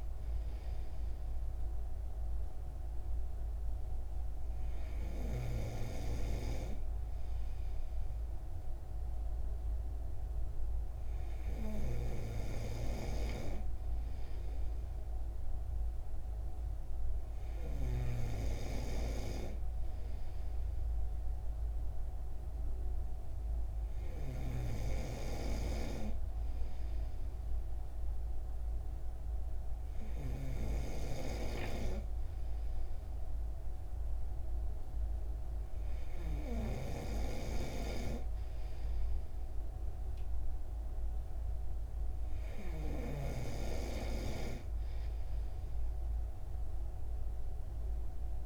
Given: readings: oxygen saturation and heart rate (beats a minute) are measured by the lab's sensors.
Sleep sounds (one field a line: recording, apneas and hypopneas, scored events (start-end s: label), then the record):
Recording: breathing in sleep by a room microphone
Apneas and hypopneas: none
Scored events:
none scored
From the record:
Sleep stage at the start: N2 (light sleep)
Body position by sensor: on the right side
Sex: male